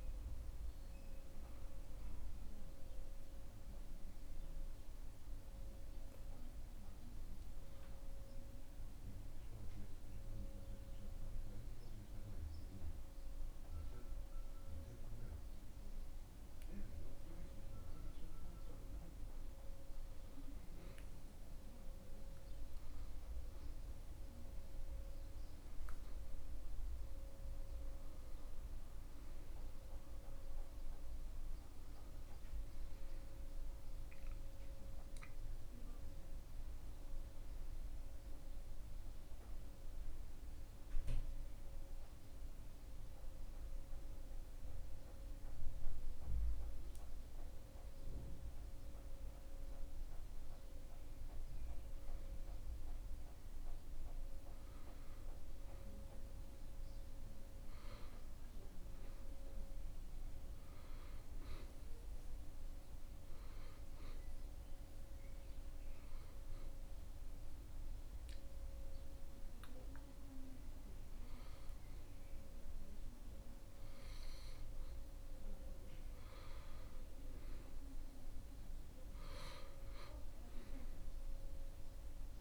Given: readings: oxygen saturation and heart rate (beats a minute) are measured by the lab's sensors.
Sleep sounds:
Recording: breathing in sleep, hard to hear, by a room microphone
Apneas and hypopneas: 3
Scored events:
2.50-13.50 s: hypopnea (oxygen 98% before, 93% lowest, heart rate 81 before, 71 extreme, up 38 after)
17.00-21.00 s: arousal
25.50-51.50 s: oxygen desaturation (device-marked, oxygen 98% before, 95% lowest, heart rate 92 before, 88 extreme)
43.50-53.50 s: hypopnea (oxygen 98% before, 92% lowest, heart rate 103 before, 97 extreme, up 9 after)
55.50-59.50 s: arousal
66.00-76.50 s: hypopnea (oxygen 96% before, 92% lowest, heart rate 104 before, 116 extreme, up 11 after)
80.50-82.41 s: arousal
From the record:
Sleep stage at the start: N2 (light sleep)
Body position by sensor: on the back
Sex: male

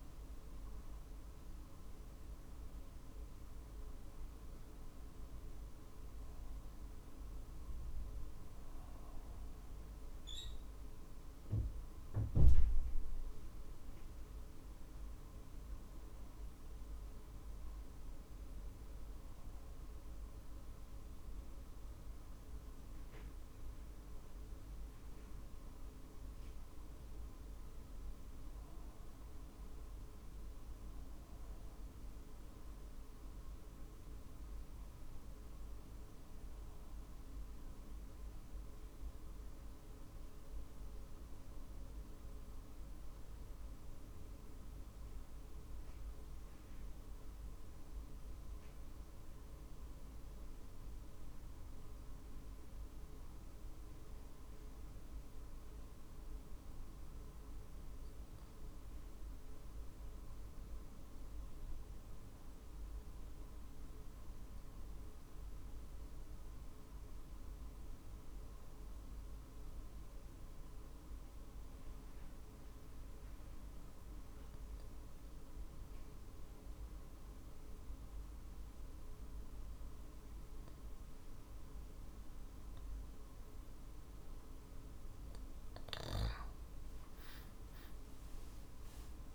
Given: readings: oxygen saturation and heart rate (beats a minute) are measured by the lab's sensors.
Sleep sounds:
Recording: breathing in sleep, hard to hear, by a room microphone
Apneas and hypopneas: 1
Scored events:
0.00-8.00 s: drop in pulse transit time (device-marked, heart rate 48 extreme)
28.50-32.00 s: arousal
32.00-49.00 s: oxygen desaturation (device-marked, oxygen 95% before, 91% lowest, heart rate 47 before, 46 extreme)
35.50-84.00 s: obstructive apnea (oxygen 95% before, 87% lowest, heart rate 47 before, 46 extreme, up 3 after)
82.00-89.35 s: oxygen desaturation (device-marked, oxygen 96% before, 92% lowest, heart rate 48 before, 49 extreme)
86.50-89.35 s: arousal
From the record:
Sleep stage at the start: N2 (light sleep)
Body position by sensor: on the back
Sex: male

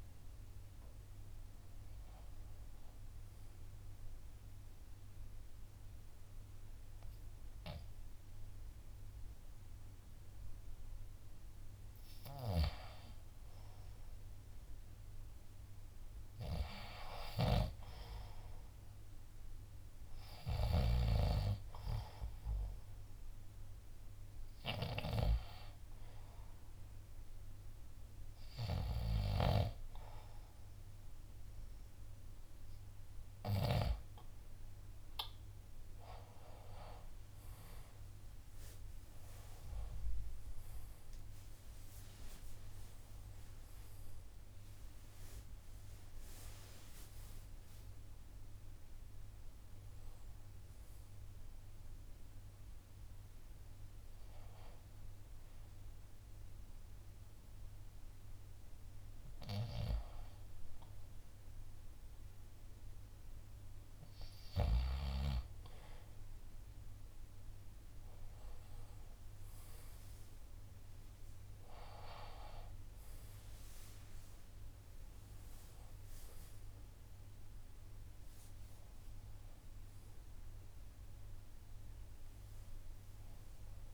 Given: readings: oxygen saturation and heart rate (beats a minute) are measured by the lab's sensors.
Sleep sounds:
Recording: breathing in sleep by a room microphone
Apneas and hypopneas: 2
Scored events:
17.50-21.50 s: snoring (device-marked)
20.00-29.00 s: drop in pulse transit time (device-marked)
20.00-34.50 s: hypopnea (oxygen 96% before, 88% lowest)
28.00-42.00 s: oxygen desaturation (device-marked, oxygen 96% before, 88% lowest)
36.50-40.50 s: arousal
41.00-50.00 s: drop in pulse transit time (device-marked)
53.00-65.50 s: hypopnea (oxygen 94% before, 88% lowest)
67.00-70.00 s: arousal
73.00-83.94 s: oxygen desaturation (device-marked, oxygen 96% before, 88% lowest)
From the record:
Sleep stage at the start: N2 (light sleep)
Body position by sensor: on the left side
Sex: male

